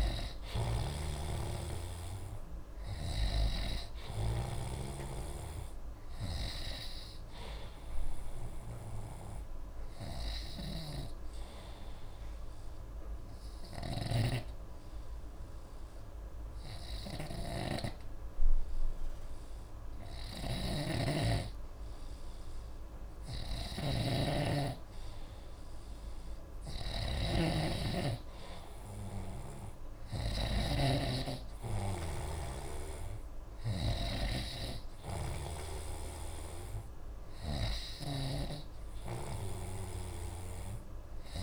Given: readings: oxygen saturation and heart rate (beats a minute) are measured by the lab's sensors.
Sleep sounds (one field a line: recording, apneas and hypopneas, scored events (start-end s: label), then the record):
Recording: breathing in sleep by a room microphone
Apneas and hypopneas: 1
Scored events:
0.00-1.50 s: arousal
0.00-3.50 s: snoring (device-marked)
8.50-21.00 s: hypopnea (oxygen 94% before, 91% lowest, heart rate 54 before, 38 extreme, up 37 after)
10.50-30.50 s: snoring (device-marked)
23.50-26.00 s: arousal
31.50-41.42 s: oxygen desaturation (device-marked, oxygen 95% before, 91% lowest, heart rate 77 before, 28 extreme)
37.50-41.42 s: snoring (device-marked)
From the record:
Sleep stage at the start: N2 (light sleep)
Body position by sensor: on the right side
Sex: male